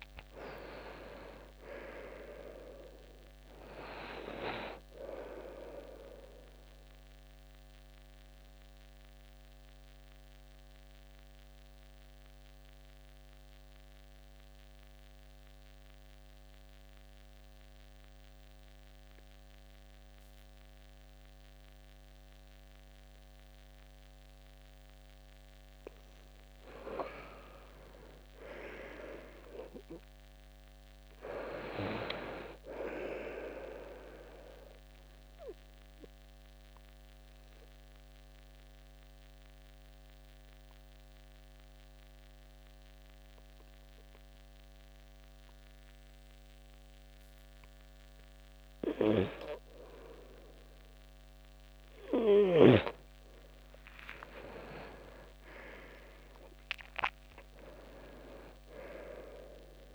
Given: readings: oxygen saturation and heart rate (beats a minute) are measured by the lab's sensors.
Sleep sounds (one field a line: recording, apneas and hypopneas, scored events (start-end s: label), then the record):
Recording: breathing in sleep by a microphone on the trachea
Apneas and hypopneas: 2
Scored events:
0.00-1.00 s: arousal
7.00-25.50 s: mixed apnea (oxygen 95% before, 90% lowest, heart rate 73 before, 66 extreme, up 8 after)
13.00-28.00 s: oxygen desaturation (device-marked, oxygen 95% before, 90% lowest, heart rate 71 before, 66 extreme)
27.00-31.00 s: arousal
36.00-49.50 s: mixed apnea (oxygen 98% before, 91% lowest, heart rate 71 before, 66 extreme, up 13 after)
49.00-59.00 s: oxygen desaturation (device-marked, oxygen 94% before, 91% lowest, heart rate 71 before, 67 extreme)
53.50-58.00 s: arousal
From the record:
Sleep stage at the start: N2 (light sleep)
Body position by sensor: on the back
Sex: male